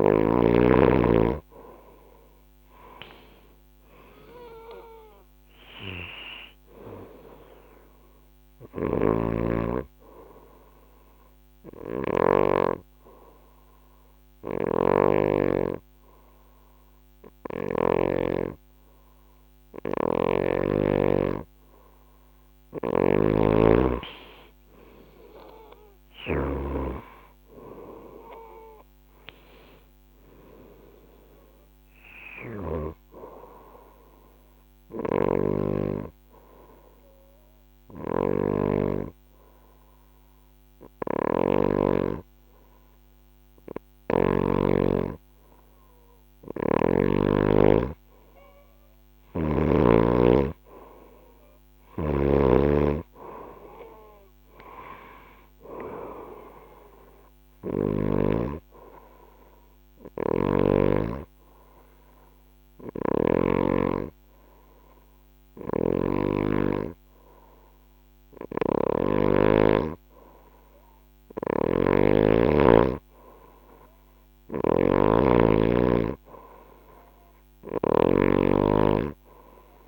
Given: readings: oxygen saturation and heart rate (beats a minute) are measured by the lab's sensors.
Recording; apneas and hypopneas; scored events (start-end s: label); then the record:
breathing in sleep by a microphone on the trachea; 3
0.50-4.50 s: arousal
3.00-18.00 s: oxygen desaturation (device-marked, oxygen 96% before, 92% lowest, heart rate 69 before, 64 extreme)
8.00-11.50 s: snoring (device-marked)
9.00-20.00 s: hypopnea (oxygen 96% before, 92% lowest, heart rate 69 before, 64 extreme, up 6 after)
13.50-17.50 s: snoring (device-marked)
22.00-41.00 s: snoring (device-marked)
23.50-29.00 s: arousal
25.00-41.00 s: oxygen desaturation (device-marked, oxygen 96% before, 92% lowest, heart rate 68 before, 65 extreme)
35.00-46.50 s: hypopnea (oxygen 96% before, 92% lowest, heart rate 68 before, 65 extreme, up 5 after)
43.00-46.50 s: snoring (device-marked)
48.50-52.50 s: arousal
49.00-67.00 s: oxygen desaturation (device-marked, oxygen 97% before, 92% lowest, heart rate 69 before, 67 extreme)
58.50-70.50 s: hypopnea (oxygen 97% before, 92% lowest, heart rate 68 before, 67 extreme, up 2 after)
67.50-79.88 s: snoring (device-marked)
From the record:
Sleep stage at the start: N2 (light sleep); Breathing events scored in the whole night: 207 in 4.6 hours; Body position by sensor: on the right side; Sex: female